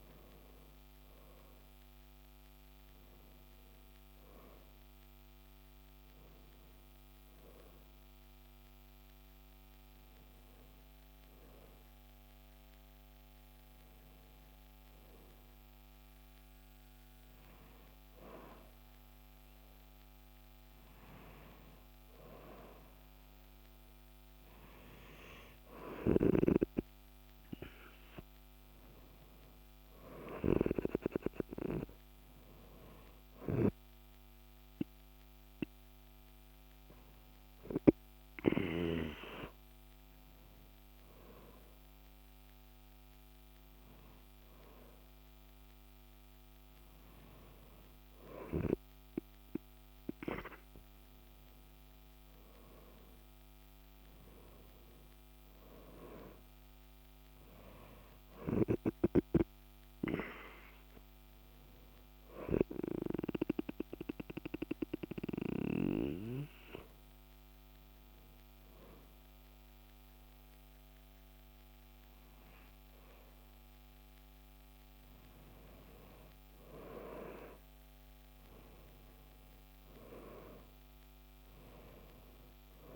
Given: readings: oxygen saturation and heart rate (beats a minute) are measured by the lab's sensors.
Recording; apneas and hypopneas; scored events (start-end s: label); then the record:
a person partly awake in a sleep study, by a microphone on the trachea; 2
18.00-48.00 s: new sleep stage, N1 (lightest sleep)
35.00-45.00 s: hypopnea (oxygen 98% before, 94% lowest, heart rate 59 before, 52 extreme, up 1 after)
48.00-82.96 s: new sleep stage, N2 (light sleep)
49.00-54.00 s: arousal
63.00-74.00 s: hypopnea (oxygen 96% before, 94% lowest, heart rate 56 before, 52 extreme, up 7 after)
78.50-82.96 s: arousal
From the record:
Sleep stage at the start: awake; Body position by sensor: on the back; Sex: male